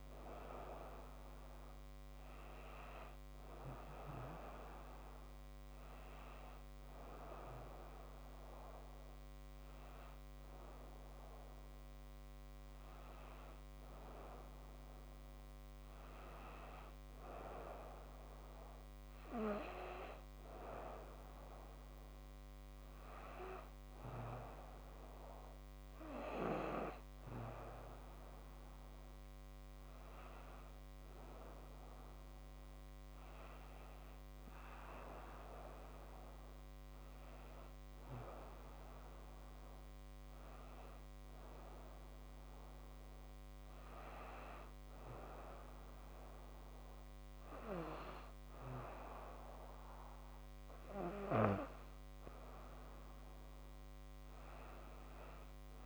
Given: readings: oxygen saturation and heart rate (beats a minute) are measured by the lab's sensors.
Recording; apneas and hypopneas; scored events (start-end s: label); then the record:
breathing in sleep by a microphone on the trachea; none
none scored
From the record:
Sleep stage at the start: N1 (lightest sleep); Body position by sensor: on the back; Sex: female